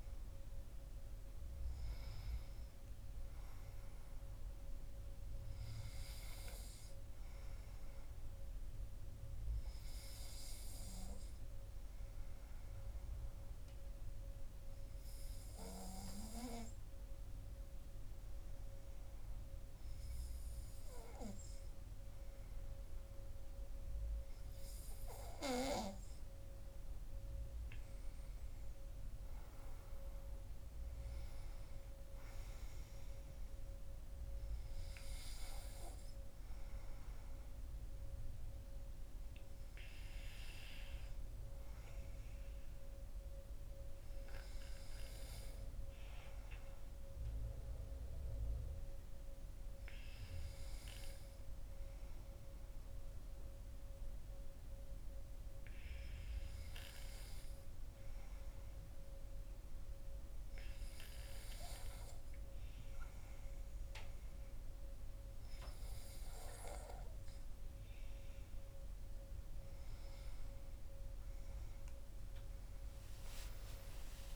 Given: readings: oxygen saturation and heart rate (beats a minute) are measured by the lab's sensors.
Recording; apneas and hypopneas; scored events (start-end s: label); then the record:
breathing in sleep by a room microphone; 1
0.00-4.00 s: arousal
12.00-25.50 s: obstructive apnea (oxygen 97% before, 94% lowest, heart rate 55 before, 47 extreme, up 11 after)
27.00-30.50 s: arousal
71.50-74.36 s: arousal
From the record:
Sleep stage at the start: N2 (light sleep); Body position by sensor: on the back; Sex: male